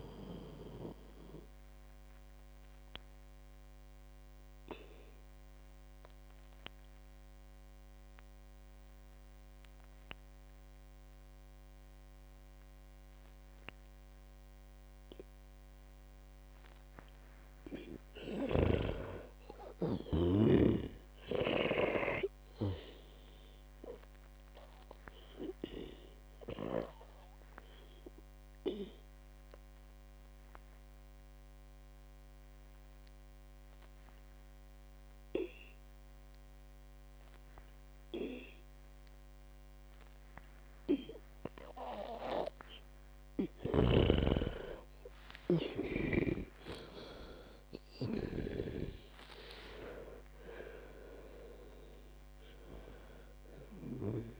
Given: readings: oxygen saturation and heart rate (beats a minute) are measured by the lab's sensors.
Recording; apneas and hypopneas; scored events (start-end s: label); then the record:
breathing in sleep by a microphone on the trachea; 2
0.00-10.00 s: oxygen desaturation (device-marked, oxygen 89% lowest, heart rate 58 extreme)
0.50-16.00 s: obstructive apnea (oxygen 98% before, 89% lowest, heart rate 104 before, 58 extreme, up 12 after)
17.50-21.00 s: arousal
22.50-43.00 s: obstructive apnea (oxygen 99% before, 92% lowest, heart rate 62 before, 56 extreme, up 32 after)
26.00-39.00 s: oxygen desaturation (device-marked, oxygen 99% before, 95% lowest, heart rate 63 before, 58 extreme)
45.00-49.50 s: arousal
50.00-54.40 s: oxygen desaturation (device-marked, oxygen 97% before, 92% lowest, heart rate 66 before, 55 extreme)
From the record:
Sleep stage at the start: N2 (light sleep); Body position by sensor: on the back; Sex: female